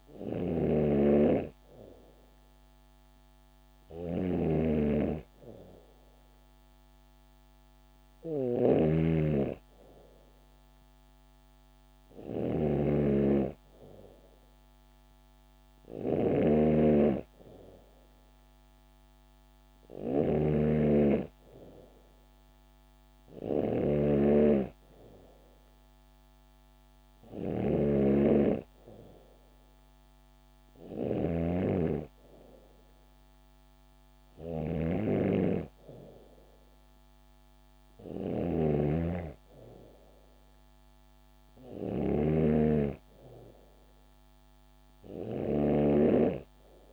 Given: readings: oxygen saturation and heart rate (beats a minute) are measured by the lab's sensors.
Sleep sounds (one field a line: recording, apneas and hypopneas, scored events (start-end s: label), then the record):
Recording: breathing in sleep by a microphone on the trachea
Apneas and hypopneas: none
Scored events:
0.00-46.92 s: snoring (device-marked)
From the record:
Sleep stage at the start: N2 (light sleep)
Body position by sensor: on the back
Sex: female